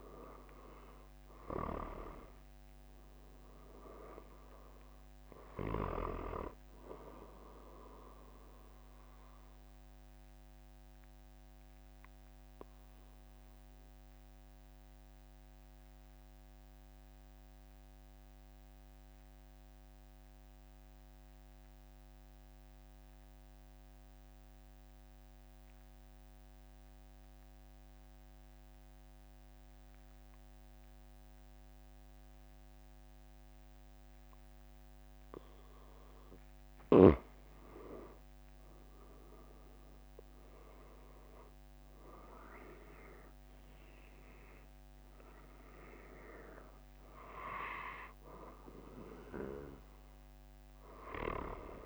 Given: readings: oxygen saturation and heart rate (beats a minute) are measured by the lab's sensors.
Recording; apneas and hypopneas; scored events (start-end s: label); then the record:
breathing in sleep by a microphone on the trachea; 1
0.00-1.00 s: arousal
9.00-36.00 s: obstructive apnea (oxygen 97% before, 92% lowest, heart rate 46 before, 43 extreme, up 16 after)
37.00-39.00 s: long interval between heartbeats (device-marked, heart rate 44 before, 55 extreme)
38.50-43.00 s: arousal
From the record:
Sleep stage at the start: N2 (light sleep); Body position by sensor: on the back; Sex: male